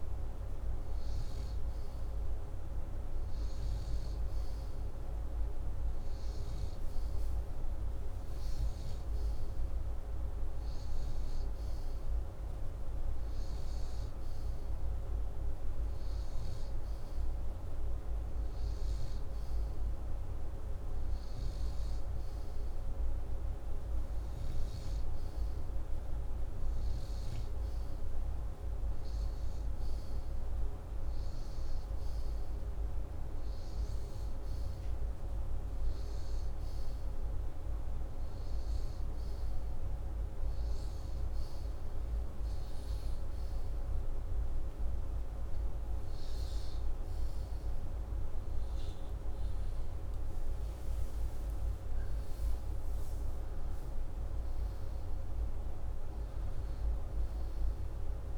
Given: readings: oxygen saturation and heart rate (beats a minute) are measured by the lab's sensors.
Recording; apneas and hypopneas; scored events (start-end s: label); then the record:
breathing in sleep, hard to hear, by a room microphone; none
51.50-55.50 s: arousal
From the record:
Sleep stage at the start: N2 (light sleep); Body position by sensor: upright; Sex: male